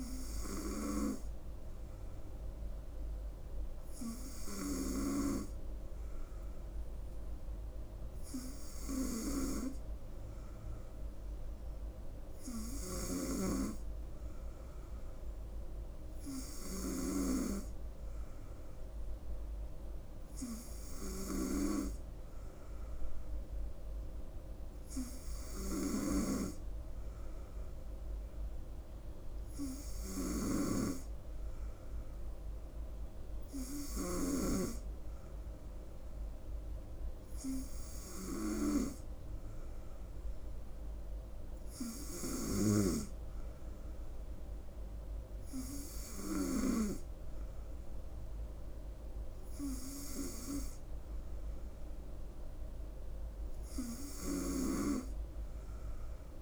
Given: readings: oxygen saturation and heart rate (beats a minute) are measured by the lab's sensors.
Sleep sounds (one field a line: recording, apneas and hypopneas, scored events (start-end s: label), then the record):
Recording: breathing in sleep by a room microphone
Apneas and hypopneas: none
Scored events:
none scored
From the record:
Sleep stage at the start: N3 (deep sleep)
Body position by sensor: on the front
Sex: female